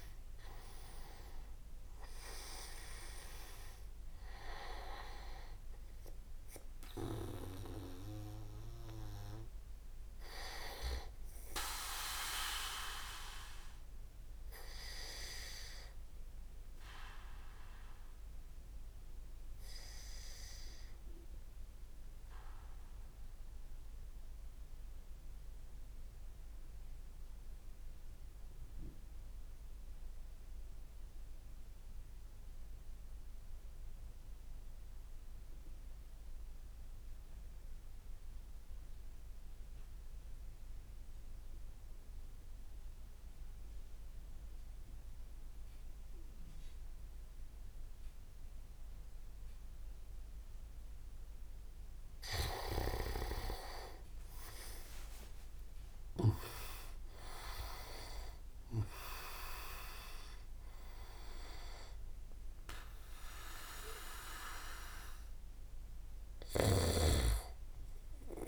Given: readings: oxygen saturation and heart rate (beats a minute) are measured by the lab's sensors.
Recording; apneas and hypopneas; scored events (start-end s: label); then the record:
breathing in sleep by a room microphone; 1
0.00-1.00 s: arousal
0.00-12.00 s: oxygen desaturation (device-marked, oxygen 93% lowest, heart rate 59 extreme)
17.00-51.00 s: obstructive apnea (oxygen 97% before, 92% lowest, heart rate 63 before, 44 extreme, up 4 after)
27.00-28.50 s: leg movement (device-marked)
47.00-68.48 s: oxygen desaturation (device-marked, oxygen 98% before, 92% lowest, heart rate 62 before, 44 extreme)
53.00-57.50 s: arousal
54.00-56.50 s: leg movement (device-marked)
From the record:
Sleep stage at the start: N2 (light sleep); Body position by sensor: on the back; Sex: male